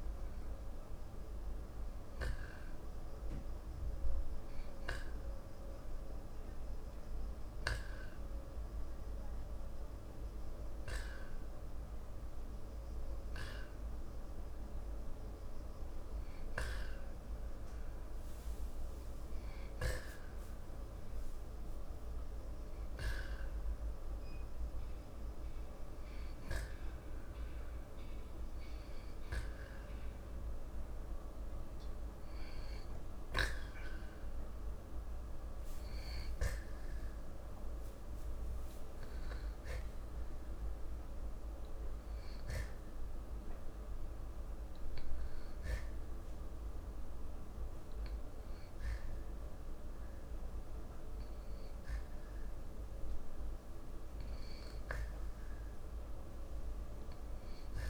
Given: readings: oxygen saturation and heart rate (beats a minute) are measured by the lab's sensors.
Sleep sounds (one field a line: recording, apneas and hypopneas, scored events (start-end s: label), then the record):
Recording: breathing in sleep, hard to hear, by a room microphone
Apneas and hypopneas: 1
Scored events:
21.00-32.50 s: hypopnea (oxygen 94% before, 90% lowest, heart rate 85 before, 58 extreme, up 6 after)
37.00-40.00 s: arousal
From the record:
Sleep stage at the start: N2 (light sleep)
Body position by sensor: on the back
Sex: male